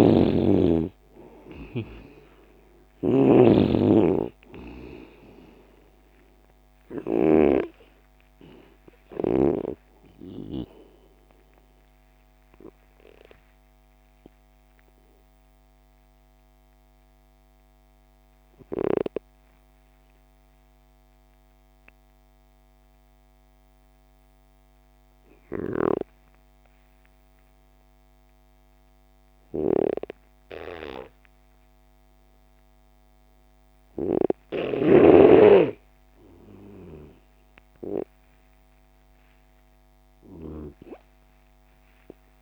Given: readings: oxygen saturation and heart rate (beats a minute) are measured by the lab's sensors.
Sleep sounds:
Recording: breathing in sleep by a microphone on the trachea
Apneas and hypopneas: 1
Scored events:
0.00-7.50 s: snoring (device-marked)
0.00-20.50 s: oxygen desaturation (device-marked, oxygen 86% lowest)
10.00-38.00 s: mixed apnea (oxygen 98% before, 86% lowest)
38.50-42.42 s: oxygen desaturation (device-marked, oxygen 98% before, 90% lowest)
From the record:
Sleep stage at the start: N2 (light sleep)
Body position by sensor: on the left side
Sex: male

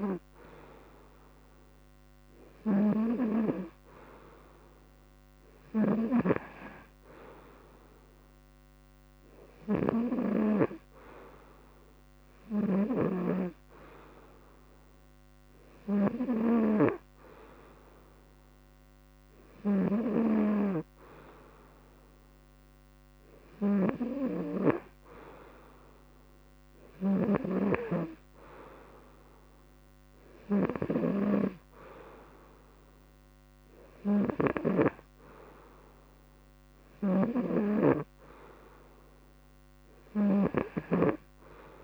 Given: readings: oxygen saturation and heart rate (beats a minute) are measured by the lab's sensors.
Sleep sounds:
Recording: breathing in sleep by a microphone on the trachea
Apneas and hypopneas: none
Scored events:
5.50-41.84 s: snoring (device-marked)
From the record:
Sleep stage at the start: N2 (light sleep)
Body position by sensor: on the front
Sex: male

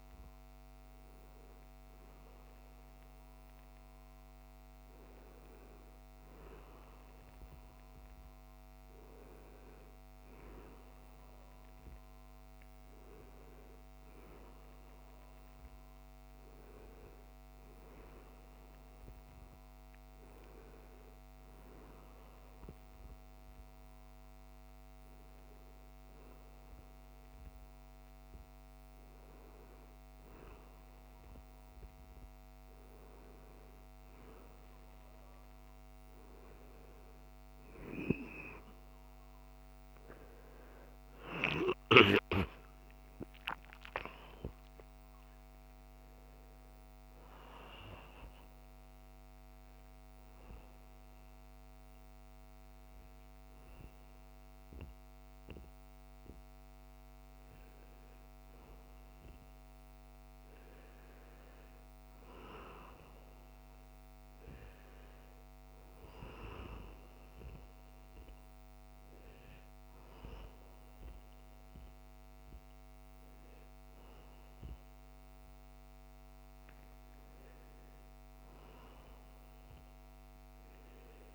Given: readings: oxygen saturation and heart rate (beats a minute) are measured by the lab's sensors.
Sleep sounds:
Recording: a person awake in a sleep study, by a microphone on the trachea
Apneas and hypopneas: none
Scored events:
none scored
From the record:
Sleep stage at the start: awake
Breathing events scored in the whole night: 499 in 6.2 hours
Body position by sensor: on the right side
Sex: male

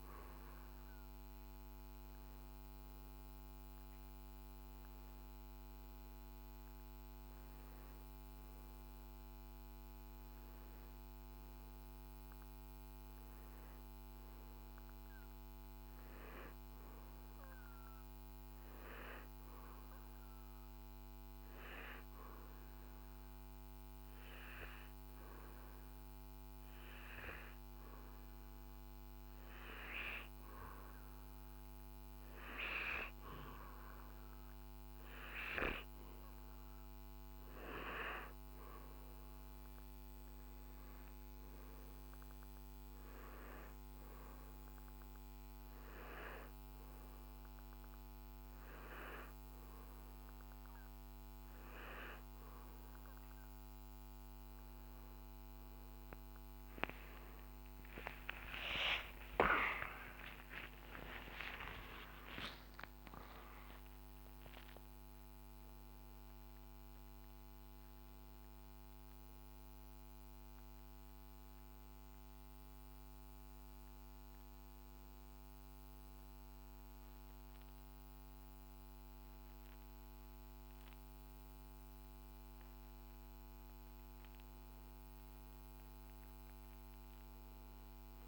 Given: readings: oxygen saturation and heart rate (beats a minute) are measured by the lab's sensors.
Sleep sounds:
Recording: breathing in sleep by a microphone on the trachea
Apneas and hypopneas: 1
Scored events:
16.00-20.00 s: arousal
22.50-35.50 s: hypopnea (oxygen 95% before, 92% lowest, heart rate 60 before, 57 extreme, up 12 after)
37.50-40.50 s: arousal
58.50-64.50 s: arousal
67.50-77.50 s: oxygen desaturation (device-marked, oxygen 96% before, 93% lowest, heart rate 74 before, 50 extreme)
From the record:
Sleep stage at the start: N2 (light sleep)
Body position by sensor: on the back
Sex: male

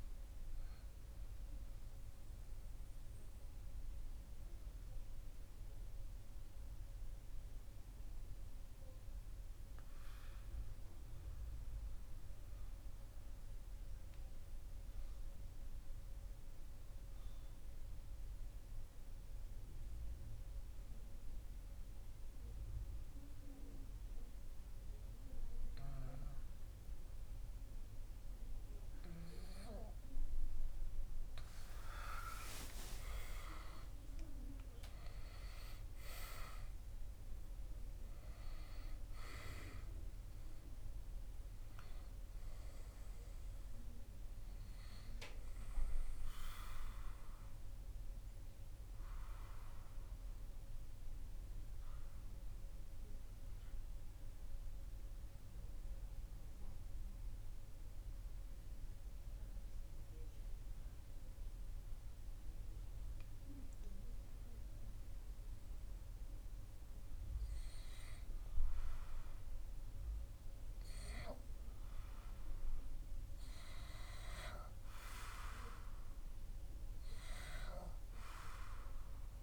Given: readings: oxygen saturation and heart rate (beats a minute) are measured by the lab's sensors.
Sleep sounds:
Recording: breathing in sleep by a room microphone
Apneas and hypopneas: 2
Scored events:
0.00-17.50 s: oxygen desaturation (device-marked, oxygen 92% lowest, heart rate 58 extreme)
1.00-30.50 s: mixed apnea (oxygen 98% before, 92% lowest, heart rate 62 before, 58 extreme, up 1 after)
31.50-35.50 s: arousal
41.50-61.50 s: oxygen desaturation (device-marked, oxygen 98% before, 94% lowest, heart rate 59 before, 55 extreme)
47.50-61.50 s: mixed apnea (oxygen 98% before, 94% lowest, heart rate 60 before, 55 extreme, up 3 after)
71.50-79.42 s: new sleep stage, awake
From the record:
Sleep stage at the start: N2 (light sleep)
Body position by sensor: on the back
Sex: male

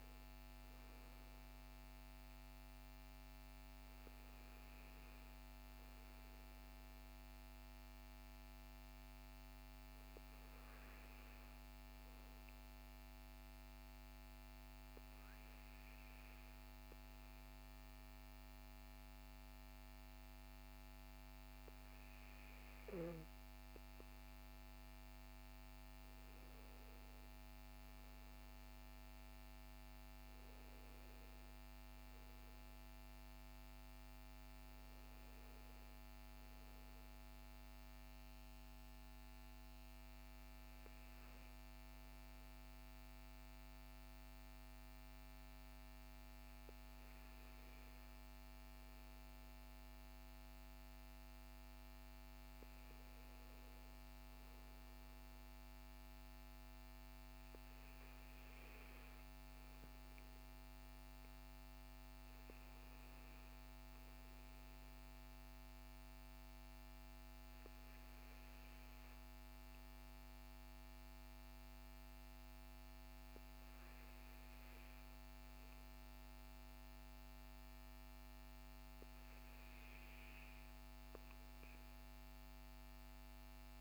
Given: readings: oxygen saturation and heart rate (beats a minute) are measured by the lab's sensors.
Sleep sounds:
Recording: breathing in sleep, hard to hear, by a microphone on the trachea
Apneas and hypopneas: none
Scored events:
none scored
From the record:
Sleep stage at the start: N2 (light sleep)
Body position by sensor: on the back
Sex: male

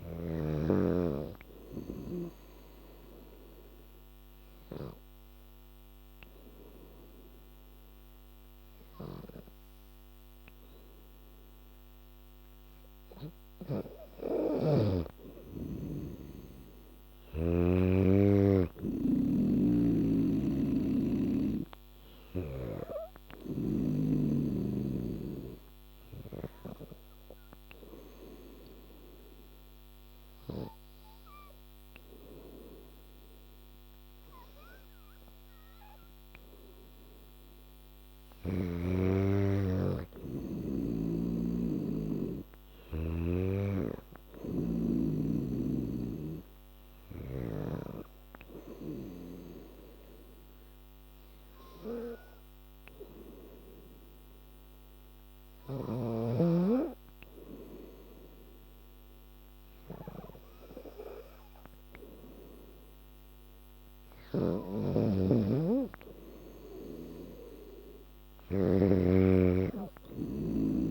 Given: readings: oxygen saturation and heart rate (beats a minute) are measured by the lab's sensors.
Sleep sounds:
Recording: breathing in sleep by a microphone on the trachea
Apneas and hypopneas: 3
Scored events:
0.00-2.00 s: snoring (device-marked)
0.00-6.00 s: oxygen desaturation (device-marked, oxygen 93% lowest, heart rate 78 extreme)
1.50-14.50 s: obstructive apnea (oxygen 99% before, 93% lowest, heart rate 82 before, 78 extreme, up 1 after)
17.00-20.00 s: arousal
17.00-33.00 s: oxygen desaturation (device-marked, oxygen 98% before, 93% lowest, heart rate 83 before, 79 extreme)
18.00-70.91 s: new sleep stage, N2 (light sleep)
26.00-37.50 s: hypopnea (oxygen 98% before, 93% lowest, heart rate 82 before, 80 extreme, up 1 after)
39.00-42.00 s: arousal
49.50-62.00 s: hypopnea (oxygen 98% before, 91% lowest, heart rate 83 before, 80 extreme, up 4 after)
64.00-69.00 s: snoring (device-marked)
66.00-69.00 s: arousal
From the record:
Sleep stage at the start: N3 (deep sleep)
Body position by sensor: on the back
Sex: female

